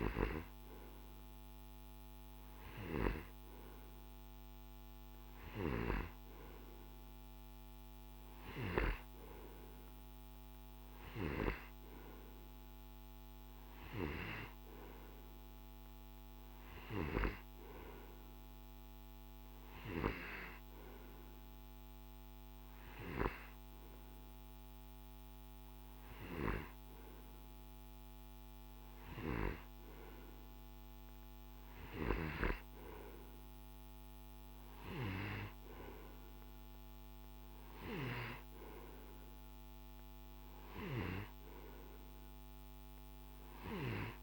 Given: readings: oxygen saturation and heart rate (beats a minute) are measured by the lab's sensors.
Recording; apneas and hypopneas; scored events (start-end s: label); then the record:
breathing in sleep by a microphone on the trachea; none
none scored
From the record:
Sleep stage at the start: N2 (light sleep); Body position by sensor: on the right side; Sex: male